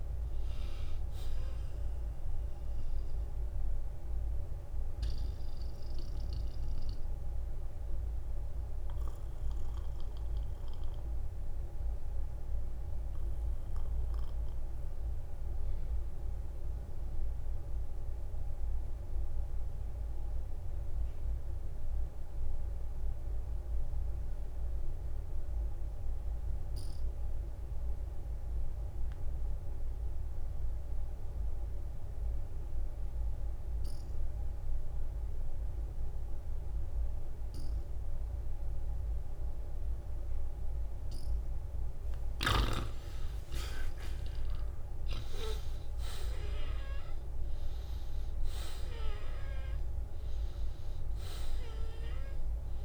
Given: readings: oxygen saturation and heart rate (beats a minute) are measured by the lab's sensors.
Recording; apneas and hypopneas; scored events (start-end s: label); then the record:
breathing in sleep by a room microphone; 1
5.50-41.00 s: obstructive apnea (oxygen 95% before, 85% lowest, heart rate 57 before, 41 extreme, up 16 after)
13.00-26.00 s: oxygen desaturation (device-marked, oxygen 93% before, 87% lowest, heart rate 59 before, 41 extreme)
42.00-44.50 s: arousal
47.50-49.50 s: long interval between heartbeats (device-marked, heart rate 48 before, 59 extreme)
From the record:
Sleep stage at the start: N2 (light sleep); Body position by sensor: on the back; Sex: male